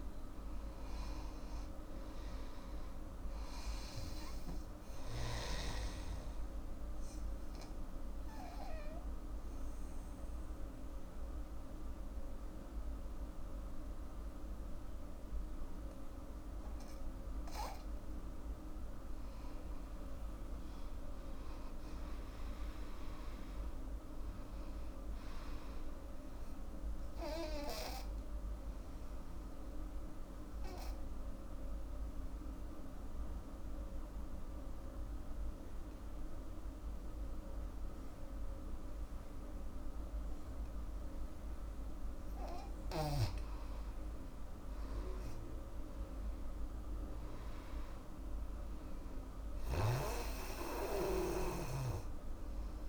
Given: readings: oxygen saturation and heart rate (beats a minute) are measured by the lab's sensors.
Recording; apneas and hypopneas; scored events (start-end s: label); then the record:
breathing in sleep by a room microphone; 2
0.00-2.50 s: arousal
0.00-16.50 s: oxygen desaturation (device-marked, oxygen 89% lowest, heart rate 62 extreme)
6.00-18.50 s: obstructive apnea (oxygen 98% before, 88% lowest, heart rate 75 before, 62 extreme, up 20 after)
19.50-23.50 s: arousal
22.50-43.50 s: oxygen desaturation (device-marked, oxygen 97% before, 90% lowest, heart rate 75 before, 62 extreme)
28.50-42.00 s: obstructive apnea (oxygen 97% before, 88% lowest, heart rate 76 before, 63 extreme, up 22 after)
44.50-48.00 s: arousal
49.50-52.89 s: snoring (device-marked)
50.50-52.89 s: oxygen desaturation (device-marked, oxygen 98% before, 88% lowest, heart rate 72 before, 68 extreme)
From the record:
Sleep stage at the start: N2 (light sleep); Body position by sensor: on the back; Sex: female